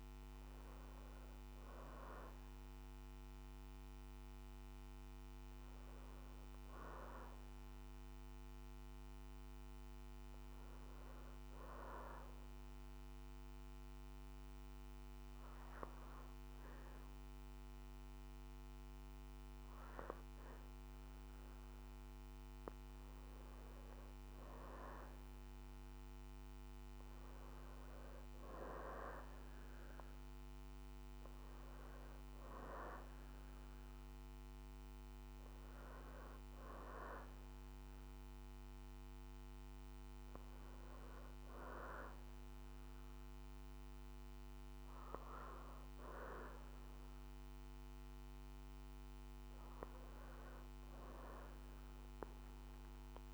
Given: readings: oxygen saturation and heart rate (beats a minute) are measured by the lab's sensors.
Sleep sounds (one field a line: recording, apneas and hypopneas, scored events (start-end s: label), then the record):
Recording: breathing in sleep by a microphone on the trachea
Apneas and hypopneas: 1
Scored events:
12.50-23.00 s: hypopnea (oxygen 94% before, 90% lowest, heart rate 61 before, 58 extreme, up 3 after)
25.00-28.50 s: arousal
30.00-47.00 s: oxygen desaturation (device-marked, oxygen 94% before, 90% lowest, heart rate 59 before, 59 extreme)
From the record:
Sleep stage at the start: N2 (light sleep)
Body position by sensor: on the back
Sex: female